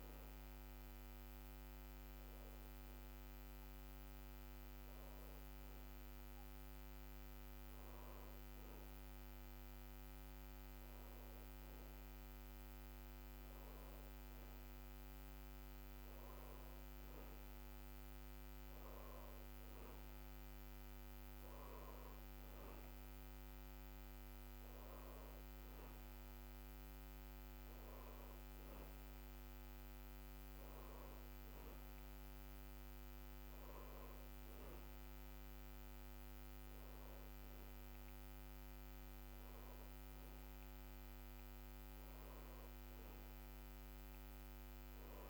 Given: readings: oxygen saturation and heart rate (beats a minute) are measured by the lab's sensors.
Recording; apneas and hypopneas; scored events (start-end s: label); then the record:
breathing in sleep, hard to hear, by a microphone on the trachea; none
none scored
From the record:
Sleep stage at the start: N1 (lightest sleep); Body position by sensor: on the back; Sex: male